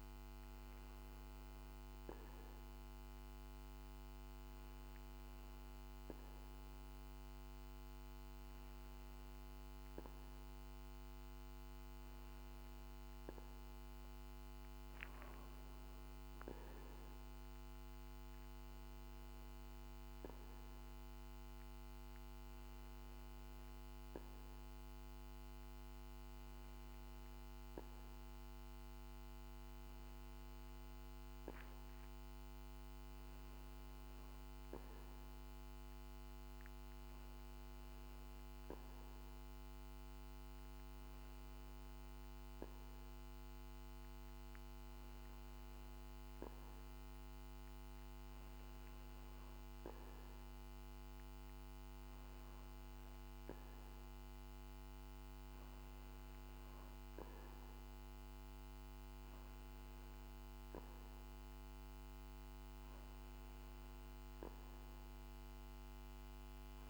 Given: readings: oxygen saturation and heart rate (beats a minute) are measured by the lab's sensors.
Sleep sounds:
breathing in sleep, hard to hear, by a microphone on the trachea; none
none scored
From the record:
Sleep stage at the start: N2 (light sleep); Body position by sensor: on the back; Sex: male

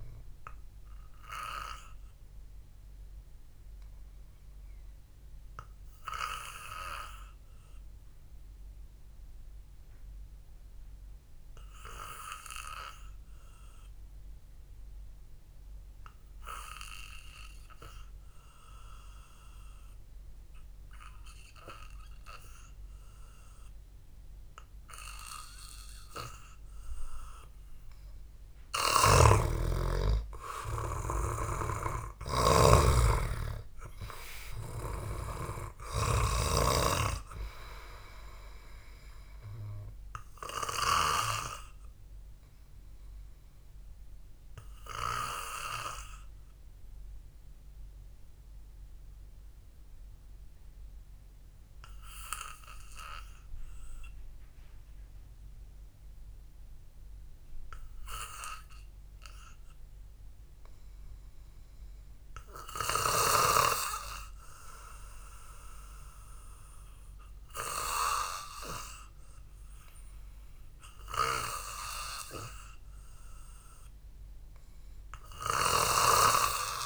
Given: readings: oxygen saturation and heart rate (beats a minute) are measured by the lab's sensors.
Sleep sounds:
breathing in sleep by a room microphone; 2
3.50-28.00 s: obstructive apnea (oxygen 97% before, 91% lowest, heart rate 61 before, 54 extreme, up 1 after)
12.00-18.00 s: oxygen desaturation (device-marked, oxygen 94% before, 91% lowest, heart rate 62 before, 54 extreme)
29.50-37.00 s: snoring (device-marked)
30.00-33.50 s: arousal
43.00-62.50 s: obstructive apnea (oxygen 98% before, 93% lowest, heart rate 57 before, 53 extreme, up 1 after)
63.00-67.00 s: arousal
From the record:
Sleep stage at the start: N2 (light sleep); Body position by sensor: on the back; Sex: male

